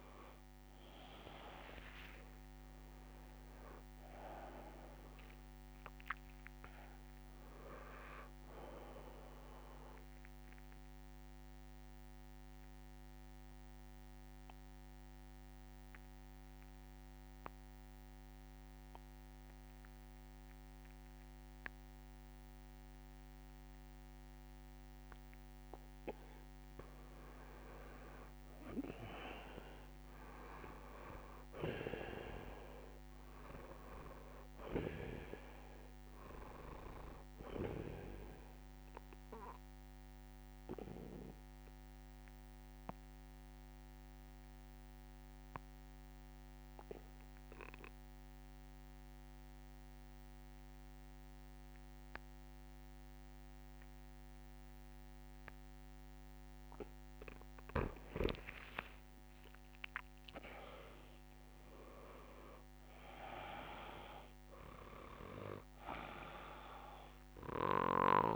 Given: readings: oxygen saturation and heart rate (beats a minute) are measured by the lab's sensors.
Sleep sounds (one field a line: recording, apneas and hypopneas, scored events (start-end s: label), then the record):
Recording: breathing in sleep by a microphone on the trachea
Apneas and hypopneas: 2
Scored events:
0.00-1.00 s: arousal
0.00-17.50 s: oxygen desaturation (device-marked, oxygen 91% lowest, heart rate 71 extreme)
0.50-2.50 s: long interval between heartbeats (device-marked, heart rate 74 before, 89 extreme)
11.00-26.00 s: obstructive apnea (oxygen 97% before, 90% lowest, heart rate 80 before, 72 extreme, up 10 after)
28.00-31.50 s: arousal
30.00-32.00 s: long interval between heartbeats (device-marked, heart rate 74 before, 79 extreme)
31.50-46.50 s: oxygen desaturation (device-marked, oxygen 97% before, 91% lowest, heart rate 74 before, 72 extreme)
39.50-56.50 s: obstructive apnea (oxygen 97% before, 89% lowest, heart rate 76 before, 71 extreme, up 3 after)
59.00-62.50 s: arousal
61.50-68.35 s: oxygen desaturation (device-marked, oxygen 97% before, 90% lowest, heart rate 73 before, 71 extreme)
From the record:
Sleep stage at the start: N2 (light sleep)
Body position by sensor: on the back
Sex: male